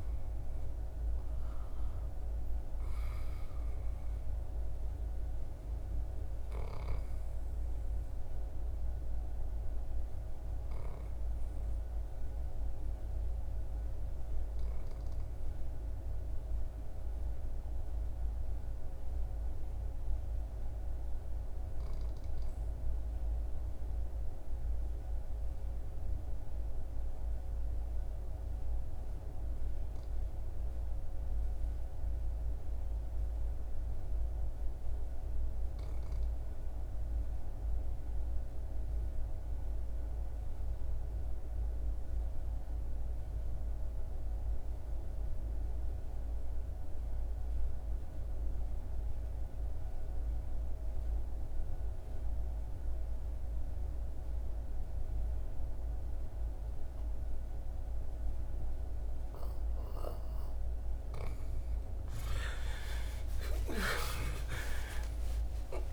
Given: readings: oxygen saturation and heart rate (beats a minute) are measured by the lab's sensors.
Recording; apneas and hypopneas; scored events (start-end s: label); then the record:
breathing in sleep, hard to hear, by a room microphone; 1
0.00-1.00 s: arousal
6.50-58.50 s: obstructive apnea (oxygen 100% before, 60% lowest, heart rate 85 before, 68 extreme, up 16 after)
20.50-65.92 s: oxygen desaturation (device-marked, oxygen 97% before, 60% lowest, heart rate 81 before, 68 extreme)
60.00-65.50 s: arousal
From the record:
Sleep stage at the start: REM sleep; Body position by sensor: on the back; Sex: male